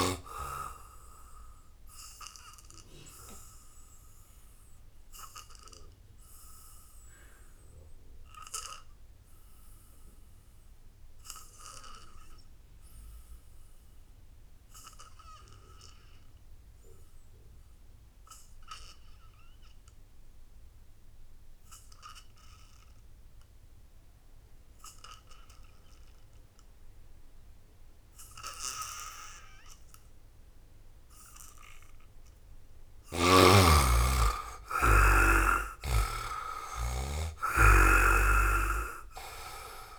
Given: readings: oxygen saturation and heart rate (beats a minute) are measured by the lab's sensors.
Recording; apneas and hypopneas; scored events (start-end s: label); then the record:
breathing in sleep by a room microphone; 1
0.00-13.00 s: oxygen desaturation (device-marked, oxygen 71% lowest, heart rate 61 extreme)
0.50-31.00 s: obstructive apnea (oxygen 97% before, 71% lowest, heart rate 70 before, 62 extreme, up 4 after)
19.00-39.99 s: oxygen desaturation (device-marked, oxygen 99% before, 71% lowest, heart rate 78 before, 62 extreme)
33.00-38.00 s: arousal
From the record:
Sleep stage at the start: N2 (light sleep); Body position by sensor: on the back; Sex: male